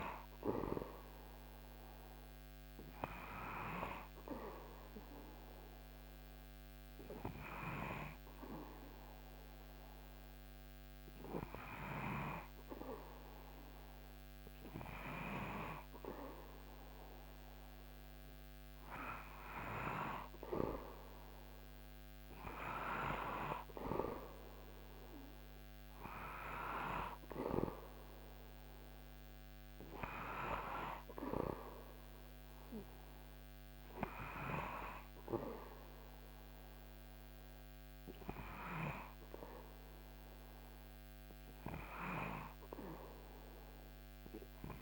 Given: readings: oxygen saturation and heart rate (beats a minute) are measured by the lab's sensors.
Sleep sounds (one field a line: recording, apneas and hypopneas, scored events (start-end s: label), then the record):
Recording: breathing in sleep by a microphone on the trachea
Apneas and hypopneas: 1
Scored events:
3.00-17.00 s: hypopnea (oxygen 98% before, 94% lowest, heart rate 79 before, 76 extreme, up 4 after)
From the record:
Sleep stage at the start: REM sleep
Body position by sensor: on the back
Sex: male